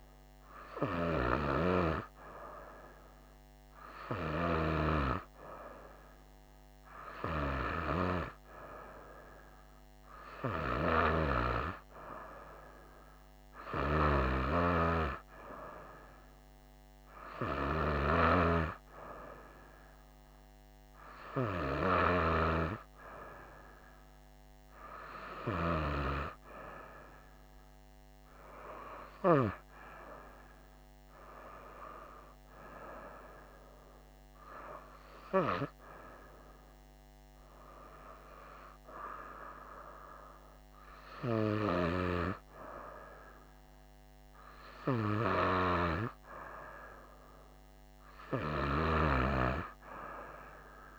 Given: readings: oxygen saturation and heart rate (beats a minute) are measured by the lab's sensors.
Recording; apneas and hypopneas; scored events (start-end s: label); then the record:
breathing in sleep by a microphone on the trachea; none
none scored
From the record:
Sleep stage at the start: N2 (light sleep); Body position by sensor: on the right side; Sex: female